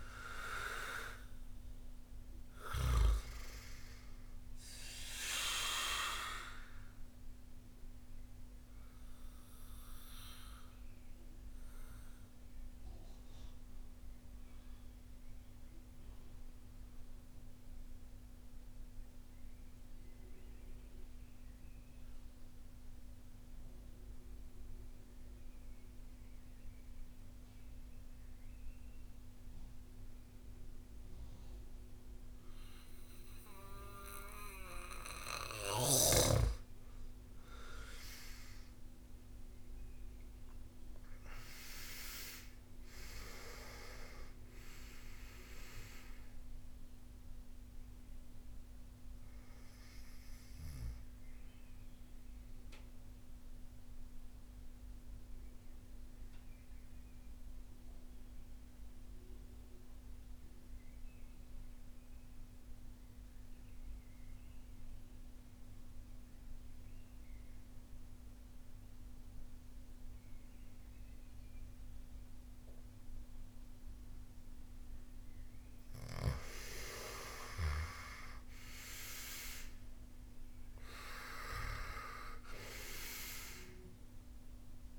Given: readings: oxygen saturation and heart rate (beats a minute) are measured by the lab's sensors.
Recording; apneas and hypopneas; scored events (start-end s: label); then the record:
breathing in sleep by a room microphone; 2
0.00-1.00 s: arousal
4.00-29.00 s: oxygen desaturation (device-marked, oxygen 98% before, 87% lowest)
9.00-35.00 s: mixed apnea (oxygen 98% before, 85% lowest)
36.00-68.00 s: oxygen desaturation (device-marked, oxygen 98% before, 85% lowest)
38.00-42.00 s: arousal
50.50-74.50 s: mixed apnea (oxygen 98% before, 85% lowest)
75.00-84.99 s: oxygen desaturation (device-marked, oxygen 98% before, 85% lowest)
77.00-81.50 s: arousal
From the record:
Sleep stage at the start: N2 (light sleep); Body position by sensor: on the back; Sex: male